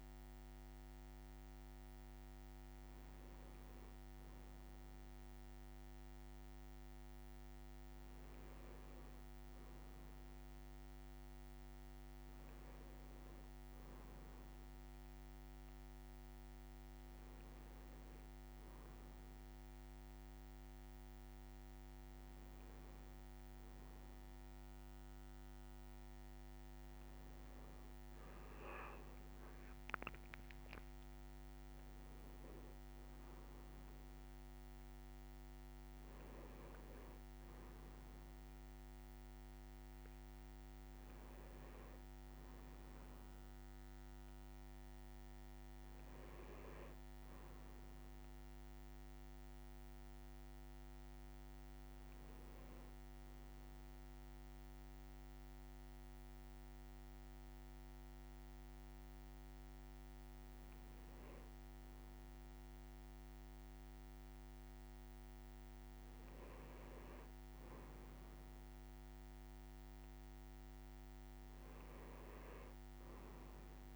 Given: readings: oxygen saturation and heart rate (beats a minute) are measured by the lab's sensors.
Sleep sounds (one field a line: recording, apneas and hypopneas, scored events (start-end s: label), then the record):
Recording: a person awake in a sleep study, hard to hear, by a microphone on the trachea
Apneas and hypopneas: none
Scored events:
46.50-73.96 s: new sleep stage, N1 (lightest sleep)
From the record:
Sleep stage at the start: awake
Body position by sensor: on the right side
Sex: male